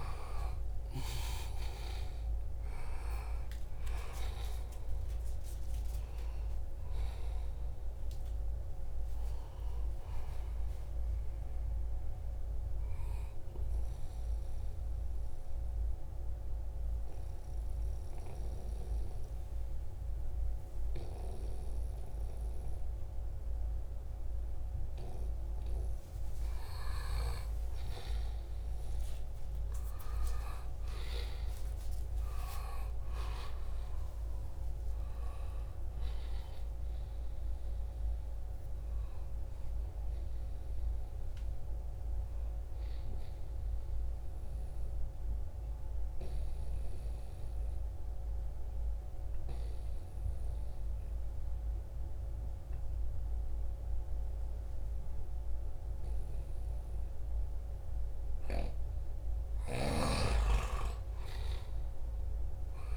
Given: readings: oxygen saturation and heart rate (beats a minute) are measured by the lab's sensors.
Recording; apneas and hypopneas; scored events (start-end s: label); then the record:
breathing in sleep by a room microphone; 2
0.00-1.50 s: arousal
7.00-16.00 s: oxygen desaturation (device-marked, oxygen 96% before, 92% lowest, heart rate 72 before, 69 extreme)
13.50-26.00 s: obstructive apnea (oxygen 96% before, 91% lowest, heart rate 76 before, 69 extreme, up 5 after)
28.00-33.50 s: arousal
38.00-44.00 s: oxygen desaturation (device-marked, oxygen 98% before, 94% lowest, heart rate 72 before, 69 extreme)
44.50-58.00 s: obstructive apnea (oxygen 98% before, 87% lowest, heart rate 75 before, 69 extreme, up 4 after)
47.00-62.97 s: new sleep stage, N2 (light sleep)
59.00-62.97 s: oxygen desaturation (device-marked, oxygen 95% before, 91% lowest, heart rate 74 before, 65 extreme)
59.00-62.97 s: snoring (device-marked)
60.00-62.97 s: arousal
From the record:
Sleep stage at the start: N1 (lightest sleep); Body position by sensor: on the right side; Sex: male